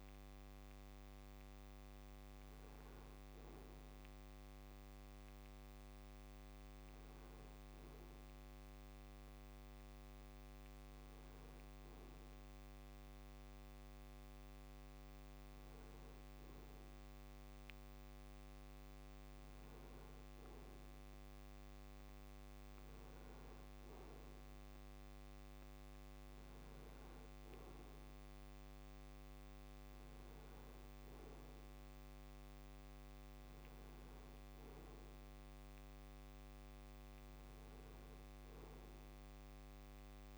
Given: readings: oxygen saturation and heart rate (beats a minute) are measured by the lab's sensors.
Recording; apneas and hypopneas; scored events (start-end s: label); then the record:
a person awake in a sleep study, hard to hear, by a microphone on the trachea; none
25.50-40.38 s: oxygen desaturation (device-marked, oxygen 98% before, 91% lowest)
From the record:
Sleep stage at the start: awake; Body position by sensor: on the right side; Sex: male